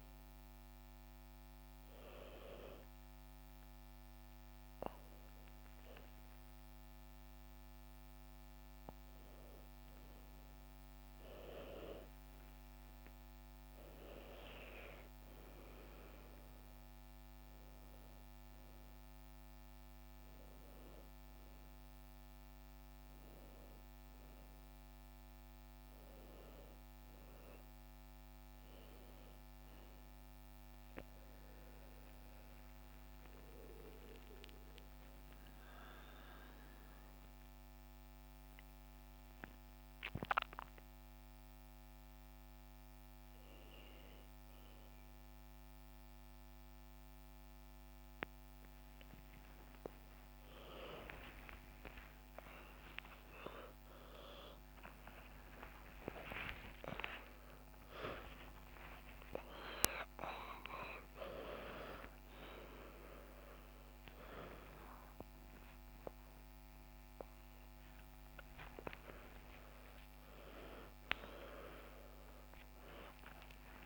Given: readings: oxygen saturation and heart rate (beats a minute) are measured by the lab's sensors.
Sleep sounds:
a person awake in a sleep study, by a microphone on the trachea; none
30.50-73.86 s: new sleep stage, awake
From the record:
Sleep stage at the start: N1 (lightest sleep); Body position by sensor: on the back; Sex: female

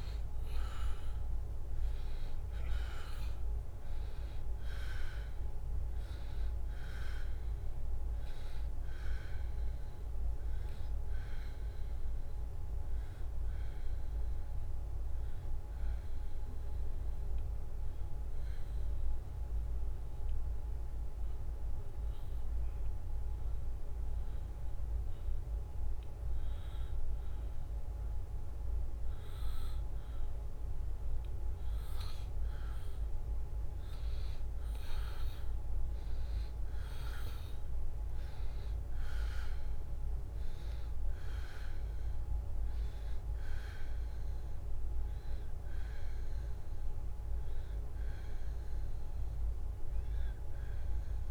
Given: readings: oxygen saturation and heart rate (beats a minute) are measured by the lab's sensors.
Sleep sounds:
breathing in sleep, hard to hear, by a room microphone; 1
0.00-1.50 s: arousal
7.00-24.00 s: oxygen desaturation (device-marked, oxygen 94% before, 90% lowest, heart rate 72 before, 69 extreme)
11.50-30.50 s: obstructive apnea (oxygen 94% before, 90% lowest, heart rate 72 before, 69 extreme, up 3 after)
33.50-38.00 s: arousal
36.00-51.31 s: oxygen desaturation (device-marked, oxygen 95% before, 91% lowest, heart rate 72 before, 70 extreme)
From the record:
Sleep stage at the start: N2 (light sleep); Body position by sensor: on the back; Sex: male

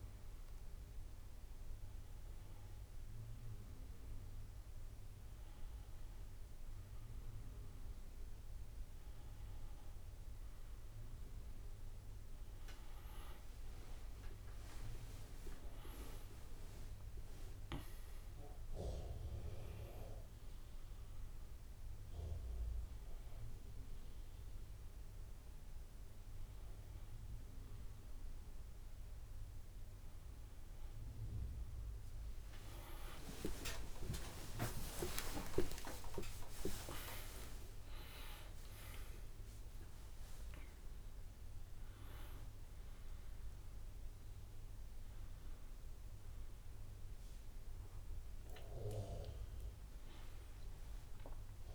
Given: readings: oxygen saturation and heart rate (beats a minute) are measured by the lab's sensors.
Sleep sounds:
a person awake in a sleep study, by a room microphone; none
0.00-2.00 s: tachycardia (device-marked, heart rate 118 extreme)
31.50-37.50 s: arousal
From the record:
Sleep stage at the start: awake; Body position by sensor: on the back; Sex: male

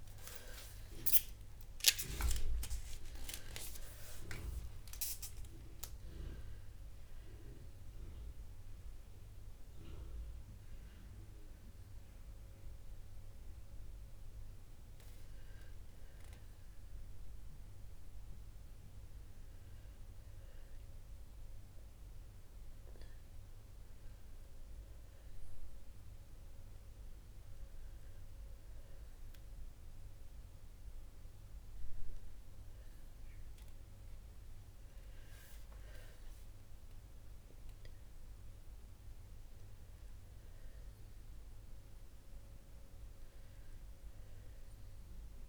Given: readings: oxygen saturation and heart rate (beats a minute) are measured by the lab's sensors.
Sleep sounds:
a person awake in a sleep study, by a room microphone; none
none scored
From the record:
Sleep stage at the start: awake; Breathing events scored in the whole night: 117 in 3.9 hours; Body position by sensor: on the back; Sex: female

